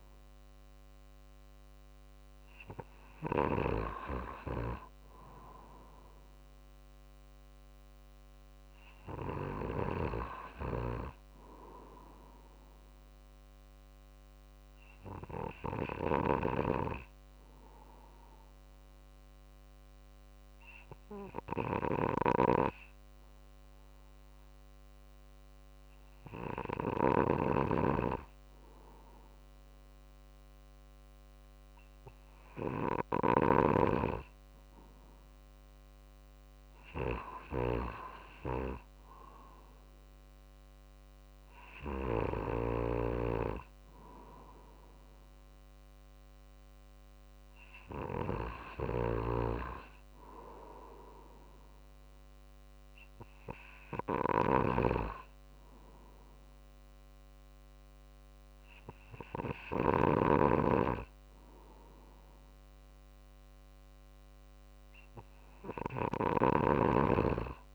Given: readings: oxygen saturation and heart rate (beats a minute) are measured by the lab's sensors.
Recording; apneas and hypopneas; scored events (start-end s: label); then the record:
breathing in sleep by a microphone on the trachea; 1
15.00-28.50 s: obstructive apnea (oxygen 95% before, 94% lowest, heart rate 51 before, 48 extreme, up 3 after)
32.50-36.50 s: arousal
39.00-53.00 s: drop in pulse transit time (device-marked, heart rate 50 before, 50 extreme)
53.50-59.50 s: snoring (device-marked)
From the record:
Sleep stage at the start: N2 (light sleep); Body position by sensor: on the right side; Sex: male